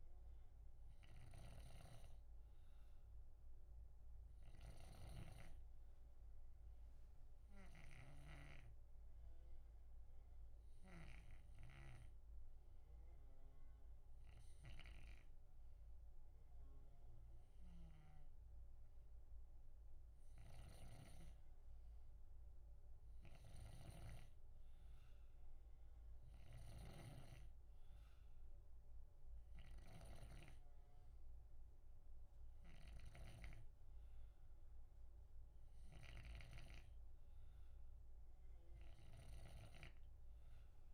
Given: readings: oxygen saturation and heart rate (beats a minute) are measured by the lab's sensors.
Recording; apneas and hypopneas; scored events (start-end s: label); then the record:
breathing in sleep by a room microphone; none
0.00-39.50 s: snoring (device-marked)
From the record:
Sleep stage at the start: N2 (light sleep); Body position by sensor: on the left side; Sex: male